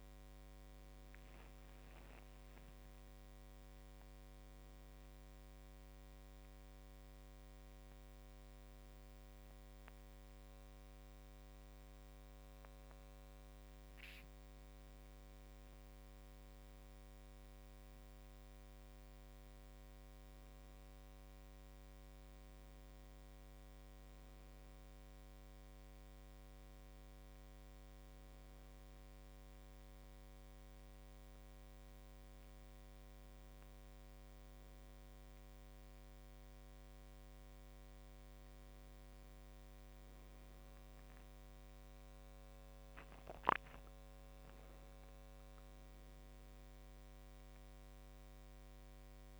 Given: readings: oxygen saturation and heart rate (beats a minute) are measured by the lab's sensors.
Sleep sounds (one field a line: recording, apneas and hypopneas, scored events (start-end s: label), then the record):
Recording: a person awake in a sleep study, hard to hear, by a microphone on the trachea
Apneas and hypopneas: none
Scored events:
none scored
From the record:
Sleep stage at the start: awake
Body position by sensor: on the back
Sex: male